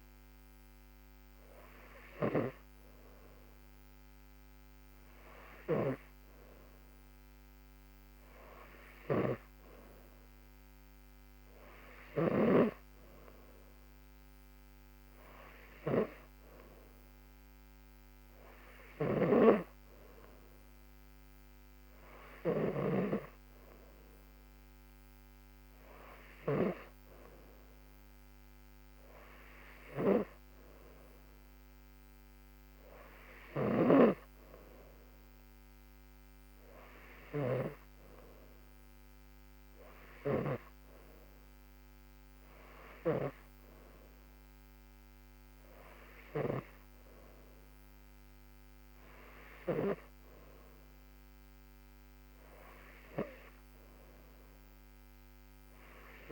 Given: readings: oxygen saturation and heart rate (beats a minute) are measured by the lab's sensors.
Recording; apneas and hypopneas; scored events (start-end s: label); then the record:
breathing in sleep by a microphone on the trachea; none
30.00-56.32 s: new sleep stage, N3 (deep sleep)
From the record:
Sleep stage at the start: N2 (light sleep); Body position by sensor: on the back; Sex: female